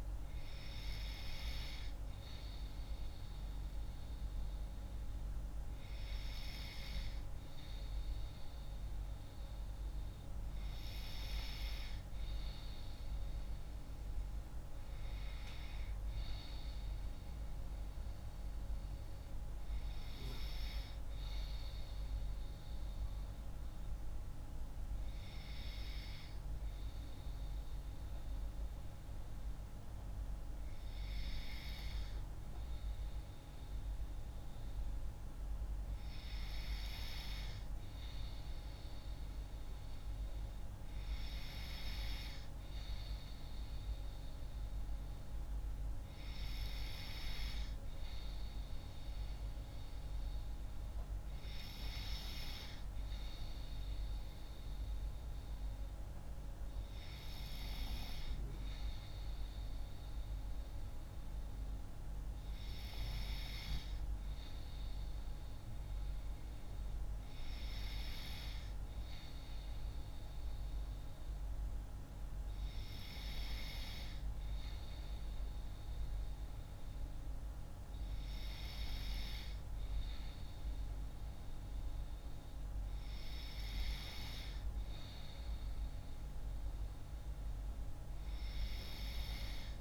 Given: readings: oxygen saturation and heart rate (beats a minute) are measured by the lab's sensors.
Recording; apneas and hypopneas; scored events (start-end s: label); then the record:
breathing in sleep by a room microphone; 1
16.50-19.50 s: arousal
24.00-36.50 s: hypopnea (oxygen 96% before, 95% lowest)
42.00-45.50 s: arousal
From the record:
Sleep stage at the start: N2 (light sleep); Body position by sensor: on the left side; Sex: female